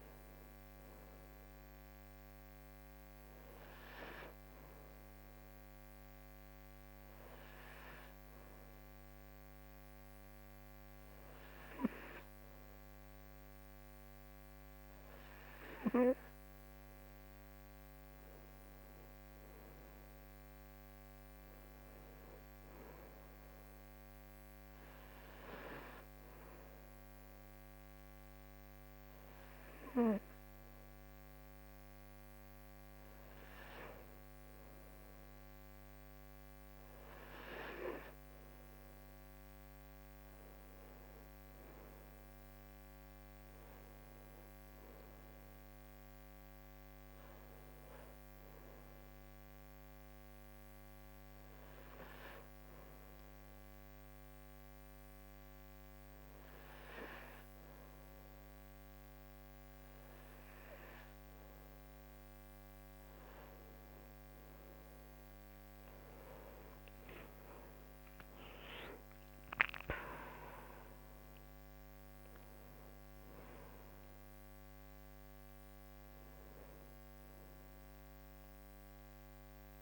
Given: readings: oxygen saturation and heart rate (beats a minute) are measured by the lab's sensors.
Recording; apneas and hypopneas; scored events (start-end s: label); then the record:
breathing in sleep by a microphone on the trachea; none
66.50-71.00 s: arousal
From the record:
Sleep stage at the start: N2 (light sleep); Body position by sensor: on the right side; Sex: female